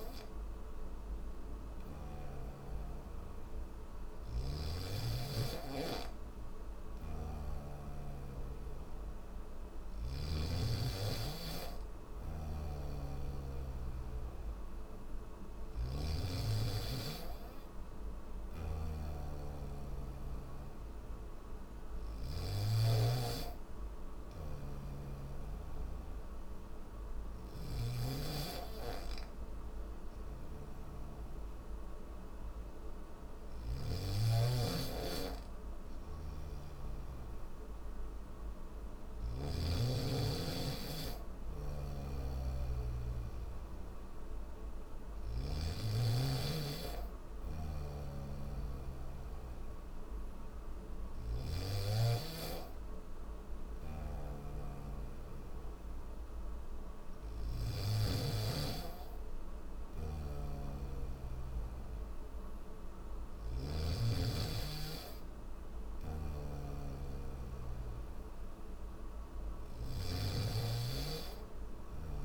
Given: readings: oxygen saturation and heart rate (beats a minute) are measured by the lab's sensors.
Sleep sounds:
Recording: breathing in sleep by a room microphone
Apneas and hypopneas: none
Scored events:
0.00-10.00 s: snoring (device-marked)
12.00-22.00 s: snoring (device-marked)
24.00-39.00 s: snoring (device-marked)
41.00-45.00 s: snoring (device-marked)
47.00-57.50 s: snoring (device-marked)
59.50-63.50 s: snoring (device-marked)
65.50-69.50 s: snoring (device-marked)
From the record:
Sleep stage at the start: N1 (lightest sleep)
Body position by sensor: on the back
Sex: male

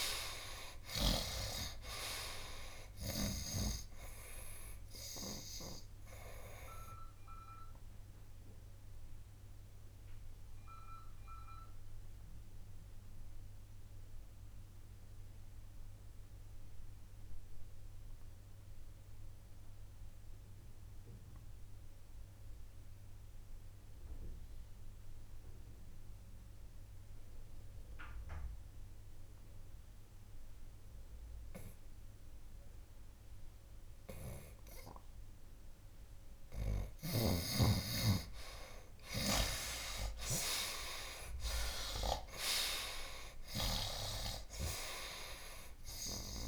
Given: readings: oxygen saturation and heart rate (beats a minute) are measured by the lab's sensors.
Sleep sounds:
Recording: breathing in sleep by a room microphone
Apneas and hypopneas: 1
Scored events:
0.00-1.50 s: arousal
0.00-28.00 s: oxygen desaturation (device-marked, oxygen 76% lowest, heart rate 56 extreme)
5.50-35.00 s: obstructive apnea (oxygen 98% before, 76% lowest, heart rate 63 before, 56 extreme, up 11 after)
40.00-44.50 s: arousal
41.00-46.48 s: oxygen desaturation (device-marked, oxygen 97% before, 77% lowest, heart rate 58 before, 58 extreme)
From the record:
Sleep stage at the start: N2 (light sleep)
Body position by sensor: on the right side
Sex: male

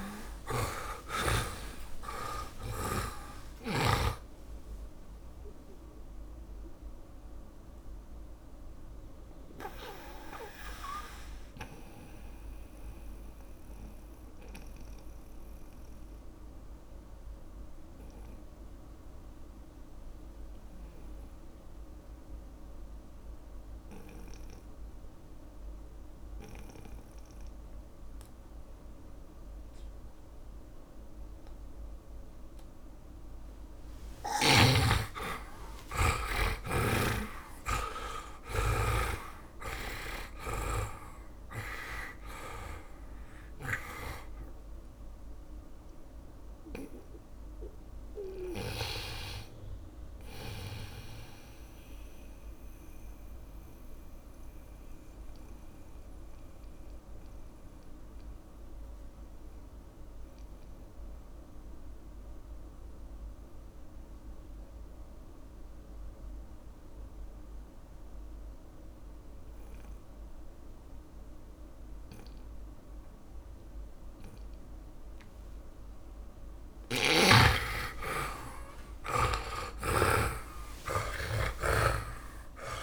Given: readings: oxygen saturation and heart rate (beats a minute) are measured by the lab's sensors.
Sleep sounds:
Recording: breathing in sleep by a room microphone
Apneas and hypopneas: 2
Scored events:
0.00-1.50 s: arousal
0.00-27.50 s: oxygen desaturation (device-marked, oxygen 76% lowest)
7.50-35.00 s: mixed apnea (oxygen 100% before, 76% lowest)
36.00-40.50 s: arousal
41.50-61.50 s: oxygen desaturation (device-marked, oxygen 100% before, 78% lowest)
53.00-76.00 s: mixed apnea (oxygen 100% before, 78% lowest)
73.50-82.82 s: oxygen desaturation (device-marked, oxygen 100% before, 82% lowest)
78.50-82.82 s: arousal
From the record:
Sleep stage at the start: N2 (light sleep)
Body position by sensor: on the back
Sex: male

